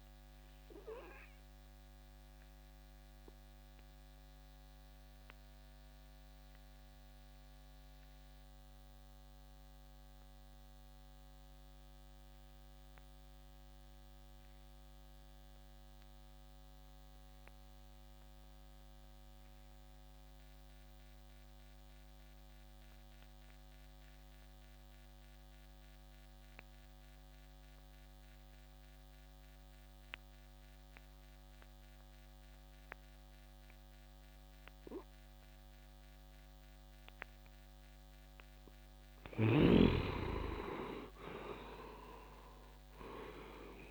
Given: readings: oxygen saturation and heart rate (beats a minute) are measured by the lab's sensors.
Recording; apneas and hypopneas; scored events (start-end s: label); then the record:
breathing in sleep by a microphone on the trachea; 1
0.00-15.50 s: oxygen desaturation (device-marked, oxygen 89% lowest, heart rate 60 extreme)
0.50-38.00 s: obstructive apnea (oxygen 99% before, 85% lowest, heart rate 65 before, 57 extreme, up 8 after)
26.50-43.91 s: oxygen desaturation (device-marked, oxygen 99% before, 85% lowest, heart rate 64 before, 53 extreme)
40.50-43.91 s: arousal
From the record:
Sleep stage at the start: N2 (light sleep); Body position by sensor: on the back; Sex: male